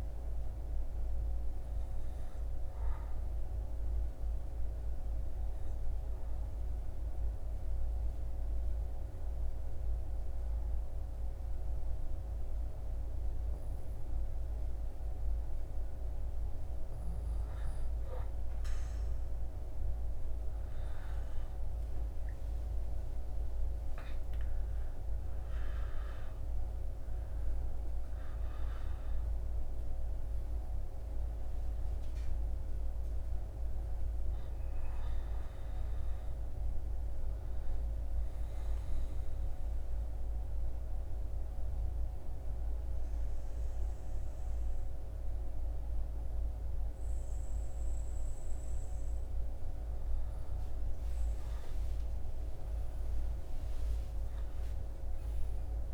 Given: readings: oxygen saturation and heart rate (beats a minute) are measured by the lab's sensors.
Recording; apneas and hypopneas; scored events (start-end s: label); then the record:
breathing in sleep, hard to hear, by a room microphone; 2
0.50-16.50 s: obstructive apnea (oxygen 98% before, 95% lowest, heart rate 81 before, 64 extreme, up 8 after)
39.00-51.00 s: obstructive apnea (oxygen 99% before, 95% lowest, heart rate 74 before, 62 extreme)
53.50-55.94 s: arousal
From the record:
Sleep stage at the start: N2 (light sleep); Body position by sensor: on the back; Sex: male